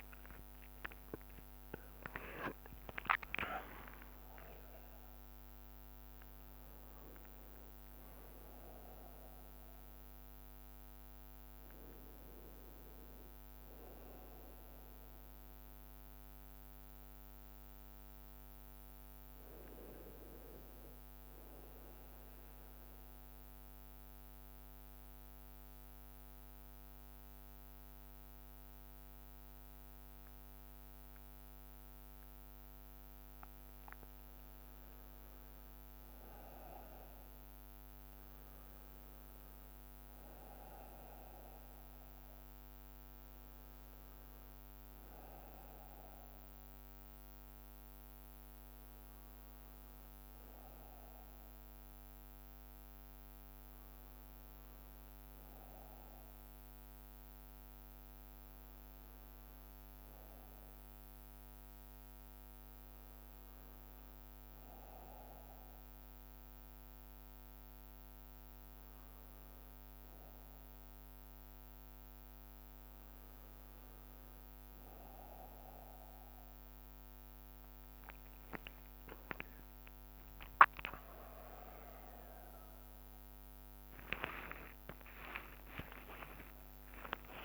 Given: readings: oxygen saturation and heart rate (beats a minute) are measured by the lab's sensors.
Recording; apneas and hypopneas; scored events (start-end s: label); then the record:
a person partly awake in a sleep study, by a microphone on the trachea; 2
0.00-1.00 s: drop in pulse transit time (device-marked, heart rate 60 extreme)
1.00-87.45 s: new sleep stage, N1 (lightest sleep)
4.00-6.00 s: long interval between heartbeats (device-marked, heart rate 64 before, 88 extreme)
15.00-33.00 s: bradycardia (device-marked, heart rate 60 before, 57 extreme)
23.00-35.00 s: mixed apnea (oxygen 96% before, 91% lowest, heart rate 69 before, 57 extreme, up 5 after)
37.50-43.00 s: arousal
39.00-55.00 s: drop in pulse transit time (device-marked, heart rate 59 before, 59 extreme)
49.00-51.00 s: bradycardia (device-marked, heart rate 60 before, 60 extreme)
56.00-72.00 s: hypopnea (oxygen 95% before, 91% lowest, heart rate 61 before, 27 extreme, up 3 after)
83.00-87.00 s: tachycardia (device-marked, heart rate 61 before, 103 extreme)
83.00-87.45 s: drop in pulse transit time (device-marked, heart rate 62 before, 27 extreme)
84.50-86.50 s: long interval between heartbeats (device-marked, heart rate 62 before, 78 extreme)
From the record:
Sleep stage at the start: awake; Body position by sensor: on the right side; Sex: male